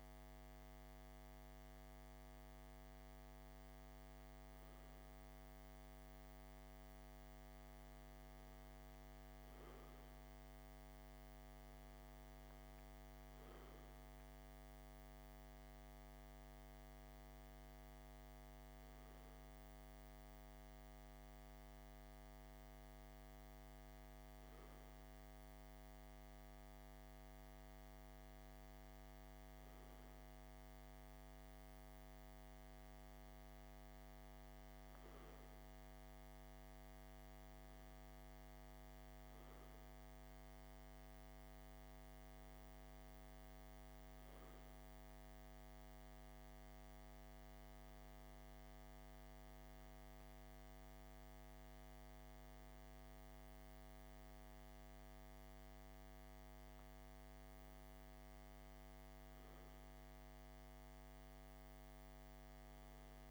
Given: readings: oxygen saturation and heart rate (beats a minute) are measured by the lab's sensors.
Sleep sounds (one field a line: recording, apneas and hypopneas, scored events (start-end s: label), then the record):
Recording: breathing in sleep, hard to hear, by a microphone on the trachea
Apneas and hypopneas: none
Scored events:
none scored
From the record:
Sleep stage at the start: N2 (light sleep)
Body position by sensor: on the left side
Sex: male